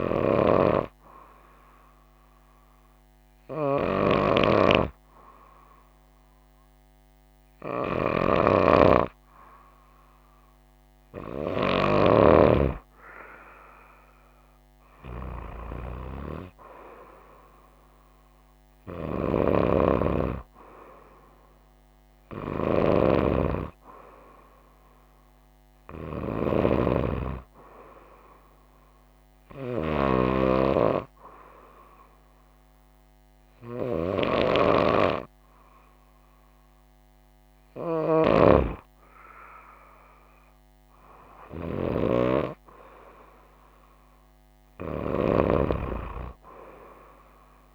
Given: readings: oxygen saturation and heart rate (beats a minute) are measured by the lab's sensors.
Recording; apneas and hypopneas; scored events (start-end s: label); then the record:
breathing in sleep by a microphone on the trachea; none
none scored
From the record:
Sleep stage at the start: N2 (light sleep); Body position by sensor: on the right side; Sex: female